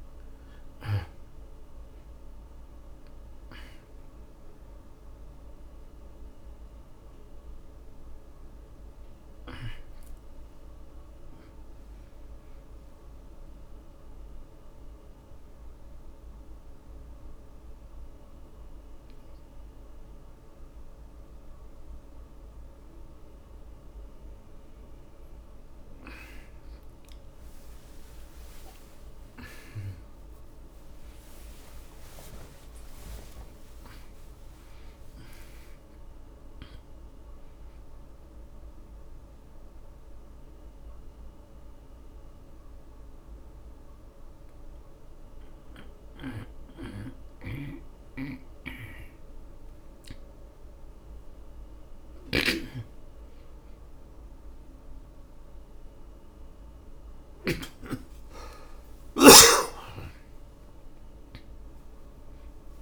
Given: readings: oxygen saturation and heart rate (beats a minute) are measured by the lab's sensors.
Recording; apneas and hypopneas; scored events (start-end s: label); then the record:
breathing in sleep by a room microphone; 2
0.00-4.50 s: oxygen desaturation (device-marked, oxygen 85% lowest)
8.50-12.00 s: arousal
11.50-26.50 s: oxygen desaturation (device-marked, oxygen 92% before, 88% lowest)
14.00-25.50 s: central apnea (oxygen 93% before, 88% lowest)
27.00-32.50 s: arousal
39.50-51.00 s: mixed apnea (oxygen 96% before, 84% lowest)
39.50-52.50 s: oxygen desaturation (device-marked, oxygen 95% before, 88% lowest)
52.00-56.00 s: arousal
52.50-58.00 s: snoring (device-marked)
From the record:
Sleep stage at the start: N1 (lightest sleep); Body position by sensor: on the back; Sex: male